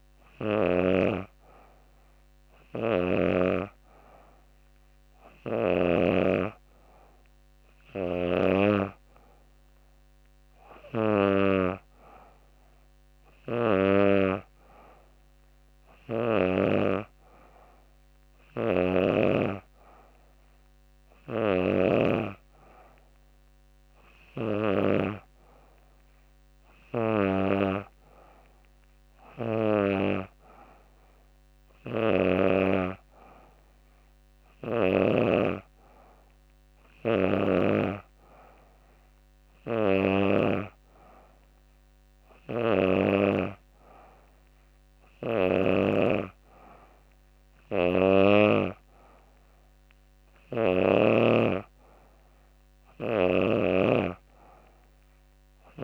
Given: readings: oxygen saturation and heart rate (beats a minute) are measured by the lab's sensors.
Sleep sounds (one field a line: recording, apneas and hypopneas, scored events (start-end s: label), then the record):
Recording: breathing in sleep by a microphone on the trachea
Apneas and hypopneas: none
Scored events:
none scored
From the record:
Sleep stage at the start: N3 (deep sleep)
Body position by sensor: on the back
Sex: female